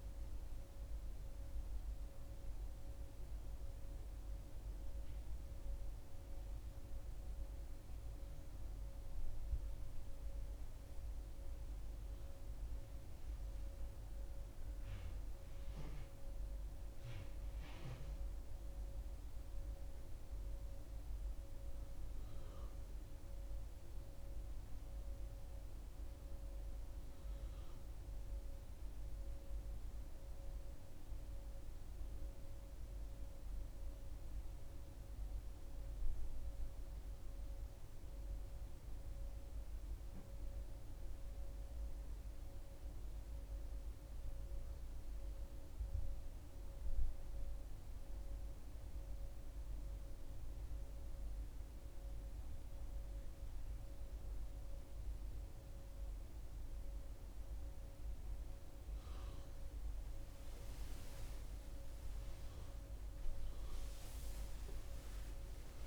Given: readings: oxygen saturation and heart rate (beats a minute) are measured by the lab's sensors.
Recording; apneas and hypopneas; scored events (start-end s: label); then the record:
breathing in sleep, hard to hear, by a room microphone; none
none scored
From the record:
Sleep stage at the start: N1 (lightest sleep); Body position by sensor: on the back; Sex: female